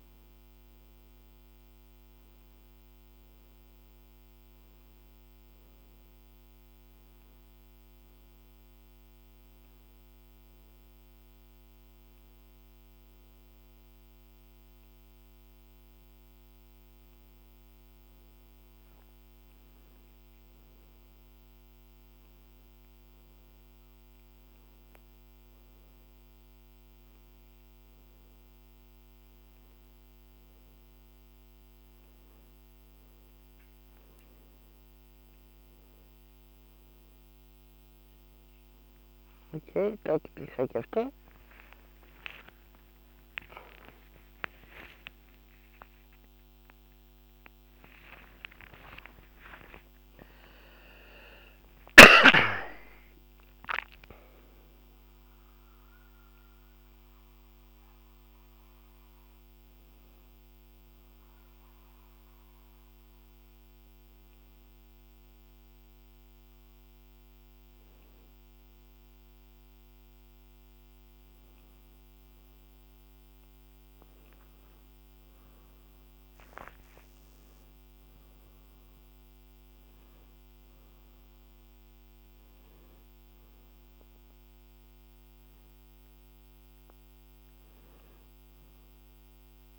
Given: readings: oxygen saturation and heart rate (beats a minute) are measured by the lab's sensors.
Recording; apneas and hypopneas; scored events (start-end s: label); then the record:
a person awake in a sleep study, by a microphone on the trachea; none
none scored
From the record:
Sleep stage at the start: awake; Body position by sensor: on the back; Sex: female